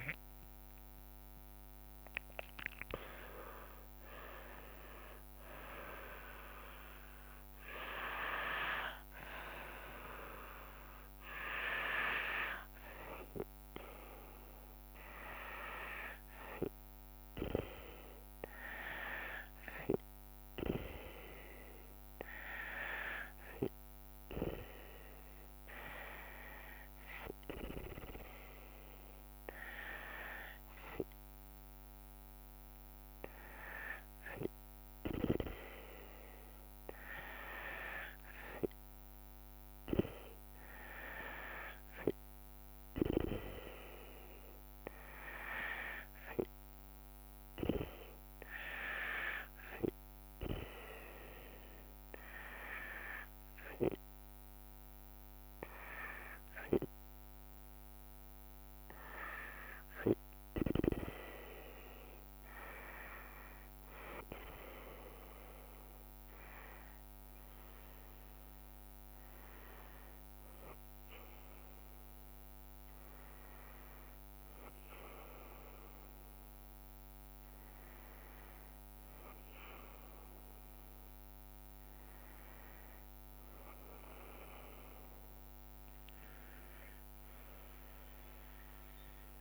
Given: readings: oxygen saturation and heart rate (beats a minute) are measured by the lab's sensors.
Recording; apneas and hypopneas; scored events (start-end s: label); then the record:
breathing in sleep by a microphone on the trachea; none
0.00-9.50 s: drop in pulse transit time (device-marked, heart rate 74 extreme)
87.50-89.41 s: tachycardia (device-marked, heart rate 69 before, 123 extreme)
From the record:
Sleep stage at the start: N2 (light sleep); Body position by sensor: on the back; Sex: female